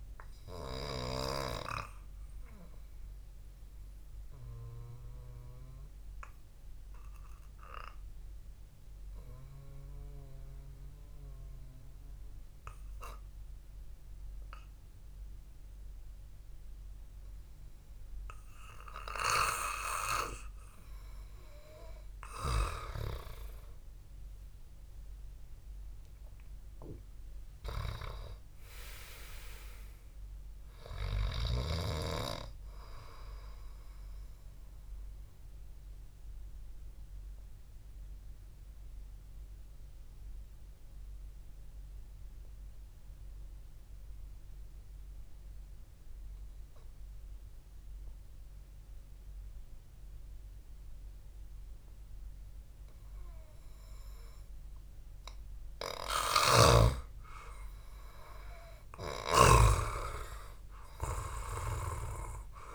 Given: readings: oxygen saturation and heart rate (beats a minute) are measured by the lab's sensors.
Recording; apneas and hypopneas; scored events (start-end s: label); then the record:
breathing in sleep by a room microphone; 2
4.00-21.00 s: obstructive apnea (oxygen 97% before, 94% lowest, heart rate 66 before, 59 extreme, up 9 after)
22.50-25.50 s: arousal
35.50-55.50 s: obstructive apnea (oxygen 97% before, 93% lowest, heart rate 64 before, 55 extreme, up 4 after)
56.50-60.00 s: snoring (device-marked)
58.00-61.50 s: arousal
From the record:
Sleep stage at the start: N2 (light sleep); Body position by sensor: on the back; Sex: male